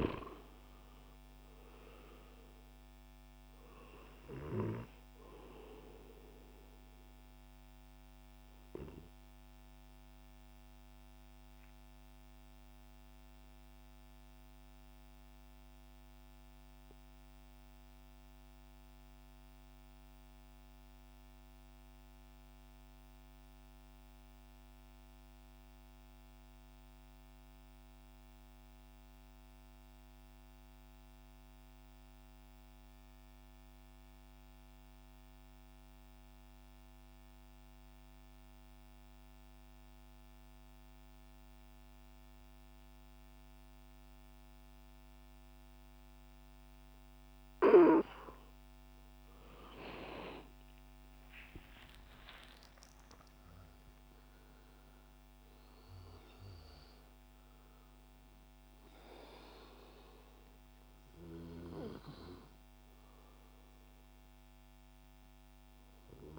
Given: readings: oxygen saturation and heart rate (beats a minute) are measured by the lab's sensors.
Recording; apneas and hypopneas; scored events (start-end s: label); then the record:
breathing in sleep by a microphone on the trachea; 1
0.00-14.00 s: oxygen desaturation (device-marked, oxygen 84% lowest, heart rate 63 extreme)
7.50-48.50 s: obstructive apnea (oxygen 95% before, 84% lowest, heart rate 66 before, 61 extreme, up 19 after)
37.00-66.39 s: oxygen desaturation (device-marked, oxygen 98% before, 86% lowest, heart rate 67 before, 61 extreme)
50.50-56.00 s: arousal
From the record:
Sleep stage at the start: N2 (light sleep); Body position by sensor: on the back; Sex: male